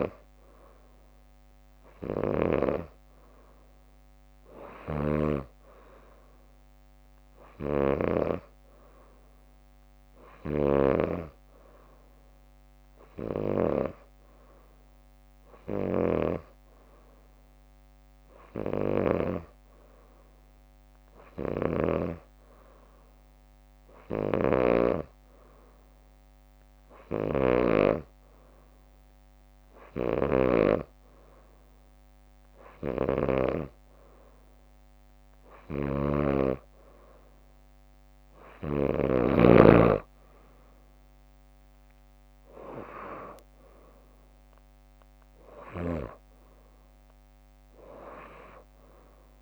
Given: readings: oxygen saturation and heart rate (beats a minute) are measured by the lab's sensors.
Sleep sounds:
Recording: breathing in sleep by a microphone on the trachea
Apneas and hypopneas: none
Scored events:
10.50-12.00 s: leg movement (device-marked)
10.50-39.50 s: snoring (device-marked)
21.50-22.00 s: leg movement (device-marked)
41.00-49.42 s: drop in pulse transit time (device-marked, heart rate 64 before, 62 extreme)
From the record:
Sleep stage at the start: N2 (light sleep)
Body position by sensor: on the back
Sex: female

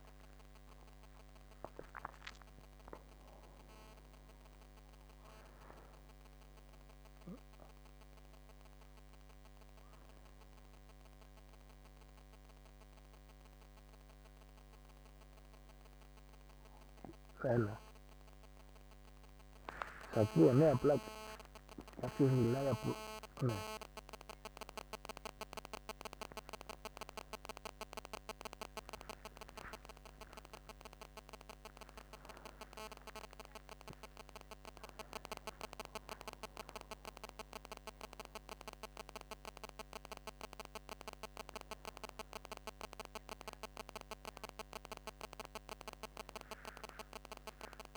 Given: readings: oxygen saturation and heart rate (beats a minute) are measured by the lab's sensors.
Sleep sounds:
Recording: a person awake in a sleep study, by a microphone on the trachea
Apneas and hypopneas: none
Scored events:
none scored
From the record:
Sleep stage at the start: awake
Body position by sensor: on the back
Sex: male

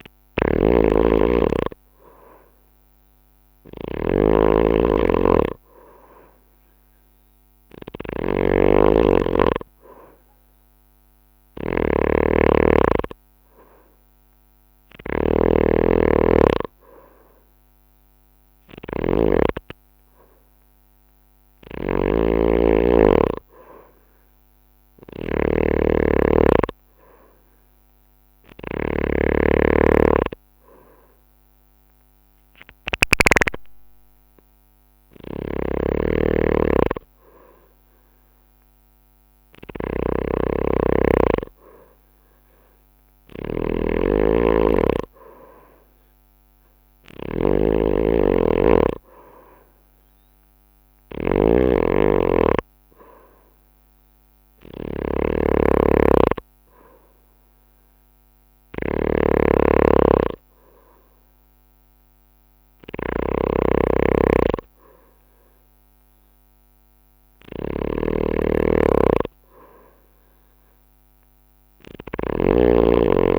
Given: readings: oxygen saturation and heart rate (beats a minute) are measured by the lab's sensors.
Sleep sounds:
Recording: breathing in sleep by a microphone on the trachea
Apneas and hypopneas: 2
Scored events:
0.00-33.50 s: snoring (device-marked)
23.00-26.50 s: arousal
30.00-41.50 s: hypopnea (oxygen 94% before, 90% lowest)
35.50-73.39 s: snoring (device-marked)
37.00-51.00 s: bradycardia (device-marked)
44.00-48.50 s: arousal
53.00-63.00 s: bradycardia (device-marked)
56.00-68.50 s: hypopnea (oxygen 93% before, 90% lowest)
71.00-73.39 s: bradycardia (device-marked)
From the record:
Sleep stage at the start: N2 (light sleep)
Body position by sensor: on the right side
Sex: male

